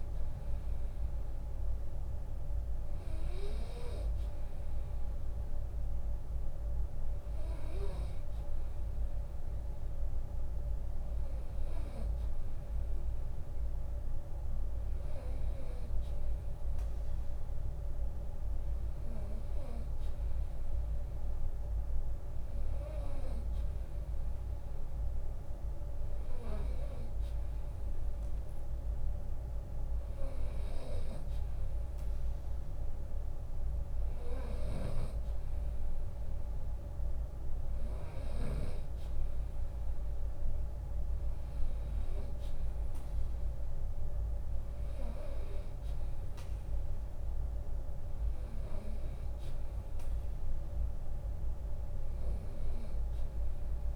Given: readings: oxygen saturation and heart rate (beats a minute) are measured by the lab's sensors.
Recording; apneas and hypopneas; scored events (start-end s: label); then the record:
breathing in sleep by a room microphone; none
4.50-16.50 s: oxygen desaturation (device-marked, oxygen 95% before, 92% lowest, heart rate 80 before, 65 extreme)
6.50-8.50 s: long interval between heartbeats (device-marked, heart rate 80 before, 81 extreme)
34.50-36.50 s: long interval between heartbeats (device-marked, heart rate 71 before, 69 extreme)
37.50-49.50 s: drop in pulse transit time (device-marked, heart rate 71 before, 66 extreme)
From the record:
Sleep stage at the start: REM sleep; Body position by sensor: on the right side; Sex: male